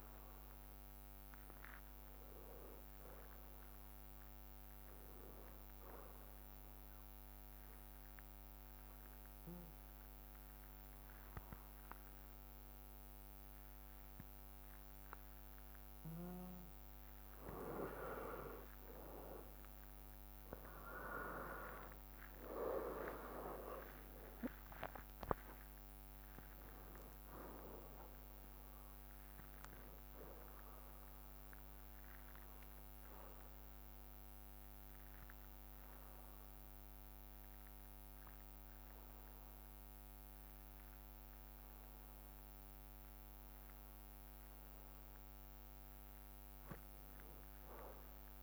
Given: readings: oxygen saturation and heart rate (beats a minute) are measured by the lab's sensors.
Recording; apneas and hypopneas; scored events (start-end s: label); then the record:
breathing in sleep by a microphone on the trachea; 2
0.00-19.00 s: bradycardia (device-marked, heart rate 51 extreme)
4.50-15.50 s: obstructive apnea (oxygen 97% before, 94% lowest, heart rate 57 before, 51 extreme, up 11 after)
21.00-32.00 s: drop in pulse transit time (device-marked, heart rate 54 before, 58 extreme)
21.50-26.00 s: arousal
28.00-48.43 s: bradycardia (device-marked, heart rate 64 before, 51 extreme)
32.00-44.00 s: obstructive apnea (oxygen 97% before, 94% lowest, heart rate 58 before, 53 extreme, up 3 after)
46.00-48.43 s: arousal
From the record:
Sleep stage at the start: N2 (light sleep); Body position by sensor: on the back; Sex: male